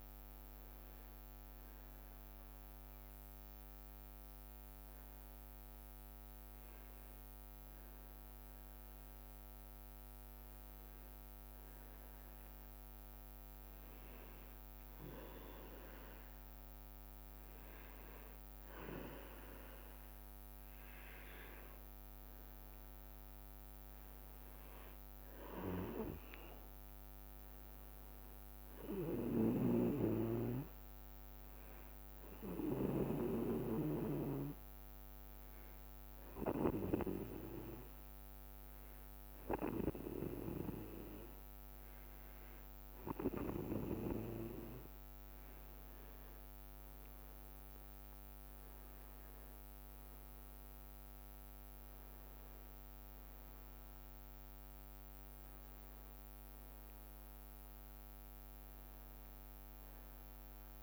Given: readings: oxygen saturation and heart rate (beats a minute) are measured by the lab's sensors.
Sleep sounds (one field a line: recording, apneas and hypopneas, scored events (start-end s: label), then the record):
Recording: breathing in sleep by a microphone on the trachea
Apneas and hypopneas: 2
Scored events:
4.00-18.00 s: hypopnea (oxygen 98% before, 95% lowest, heart rate 71 before, 64 extreme, up 5 after)
20.50-25.00 s: arousal
21.00-25.50 s: leg movement (device-marked)
32.00-44.50 s: hypopnea (oxygen 99% before, 95% lowest, heart rate 67 before, 65 extreme, up 12 after)
45.50-46.50 s: leg movement (device-marked)
47.50-52.00 s: arousal
From the record:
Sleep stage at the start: N2 (light sleep)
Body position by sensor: on the back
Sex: male